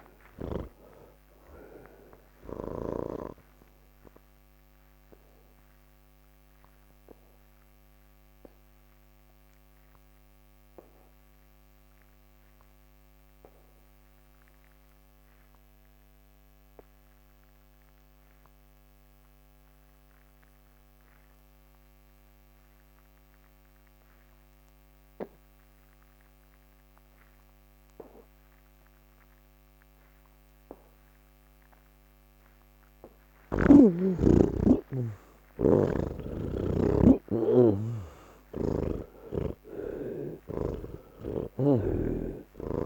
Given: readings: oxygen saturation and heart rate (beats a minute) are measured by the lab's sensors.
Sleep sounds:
breathing in sleep by a microphone on the trachea; 1
0.00-3.00 s: snoring (device-marked)
0.00-16.00 s: oxygen desaturation (device-marked, oxygen 78% lowest, heart rate 116 extreme)
4.50-34.00 s: obstructive apnea (oxygen 98% before, 78% lowest, heart rate 149 before, 116 extreme, up 31 after)
32.00-42.86 s: oxygen desaturation (device-marked, oxygen 97% before, 85% lowest, heart rate 139 before, 118 extreme)
41.00-42.86 s: snoring (device-marked)
From the record:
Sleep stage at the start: N1 (lightest sleep); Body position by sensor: on the back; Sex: male

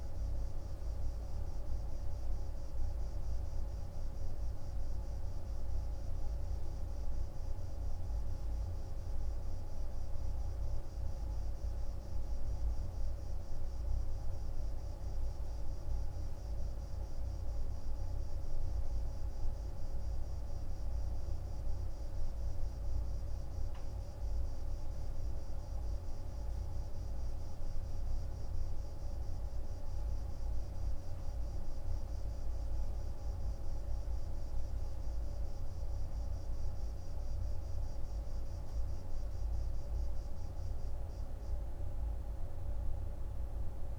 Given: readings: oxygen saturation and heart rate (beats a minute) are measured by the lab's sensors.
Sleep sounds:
a person awake in a sleep study, hard to hear, by a room microphone; none
11.50-43.98 s: new sleep stage, awake
From the record:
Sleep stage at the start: N2 (light sleep); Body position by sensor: on the right side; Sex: male

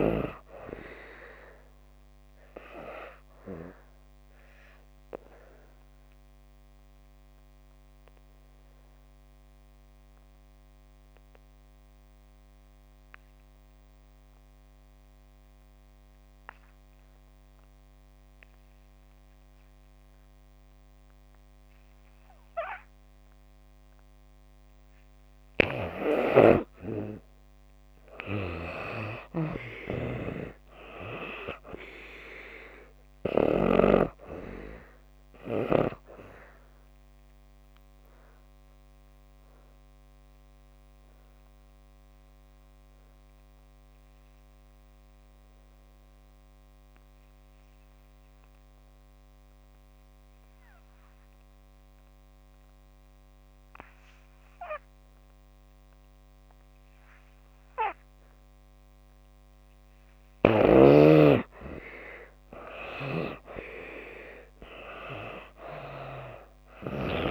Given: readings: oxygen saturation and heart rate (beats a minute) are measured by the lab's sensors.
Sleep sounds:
breathing in sleep by a microphone on the trachea; 2
0.00-24.00 s: oxygen desaturation (device-marked, oxygen 70% lowest)
2.00-25.00 s: obstructive apnea (oxygen 96% before, 70% lowest)
26.00-57.00 s: oxygen desaturation (device-marked, oxygen 96% before, 71% lowest)
26.50-29.50 s: arousal
36.50-59.50 s: obstructive apnea (oxygen 96% before, 71% lowest)
59.00-67.31 s: oxygen desaturation (device-marked, oxygen 95% before, 71% lowest)
61.50-64.50 s: arousal
From the record:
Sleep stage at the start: N2 (light sleep); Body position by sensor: on the back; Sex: female

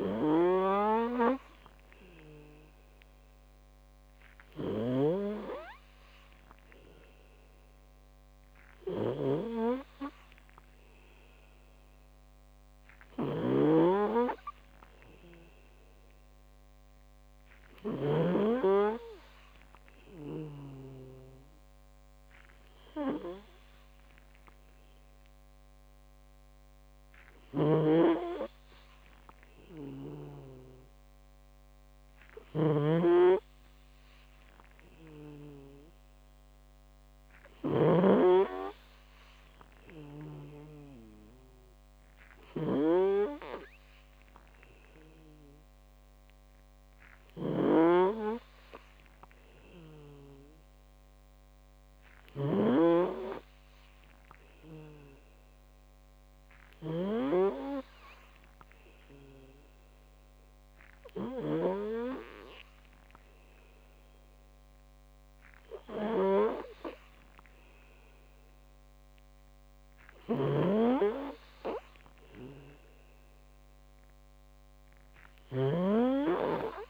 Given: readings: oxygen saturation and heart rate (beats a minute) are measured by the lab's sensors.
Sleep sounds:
breathing in sleep by a microphone on the trachea; 1
0.00-18.50 s: snoring (device-marked)
0.50-30.50 s: new sleep stage, N3 (deep sleep)
27.50-76.89 s: snoring (device-marked)
30.50-76.89 s: new sleep stage, N2 (light sleep)
39.00-40.50 s: leg movement (device-marked)
57.00-69.50 s: obstructive apnea (oxygen 95% before, 92% lowest, heart rate 56 before, 29 extreme)
74.00-76.89 s: arousal
From the record:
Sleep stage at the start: N2 (light sleep); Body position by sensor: on the back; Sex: male

